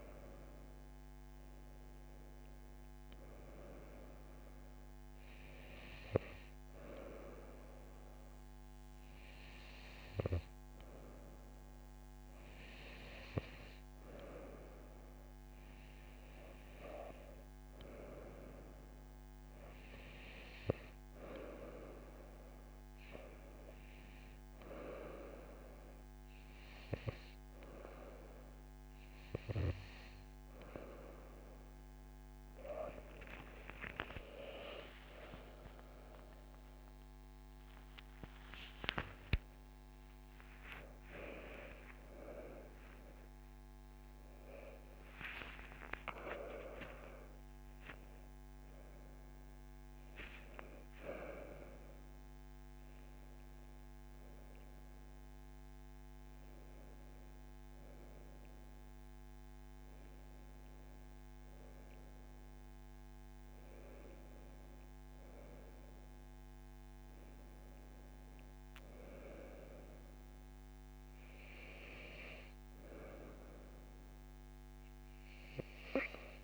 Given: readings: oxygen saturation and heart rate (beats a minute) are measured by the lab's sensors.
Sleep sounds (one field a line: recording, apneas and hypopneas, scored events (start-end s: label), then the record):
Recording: breathing in sleep by a microphone on the trachea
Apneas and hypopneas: none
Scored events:
34.00-36.00 s: long interval between heartbeats (device-marked)
34.00-39.00 s: arousal
40.00-70.00 s: new sleep stage, N1 (lightest sleep)
70.00-76.43 s: new sleep stage, N2 (light sleep)
From the record:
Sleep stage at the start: N2 (light sleep)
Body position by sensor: on the right side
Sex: female